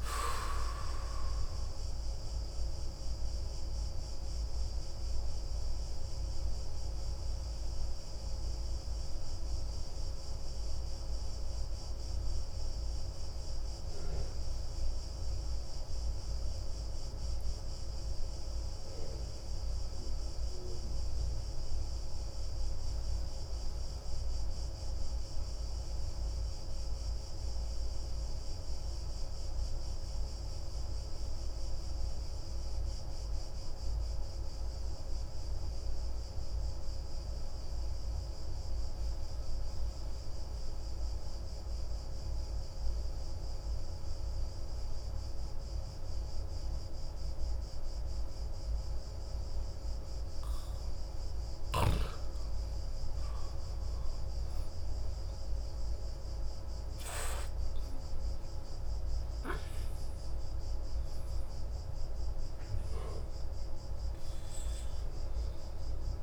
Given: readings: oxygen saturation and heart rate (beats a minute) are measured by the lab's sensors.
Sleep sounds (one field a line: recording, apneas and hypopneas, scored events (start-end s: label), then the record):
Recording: breathing in sleep, hard to hear, by a room microphone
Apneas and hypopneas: 1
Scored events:
2.00-48.00 s: obstructive apnea (oxygen 98% before, 91% lowest)
14.50-23.50 s: oxygen desaturation (device-marked, oxygen 94% before, 91% lowest)
43.50-54.50 s: oxygen desaturation (device-marked, oxygen 97% before, 94% lowest)
53.00-59.00 s: arousal
From the record:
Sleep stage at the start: N2 (light sleep)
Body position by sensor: on the back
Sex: male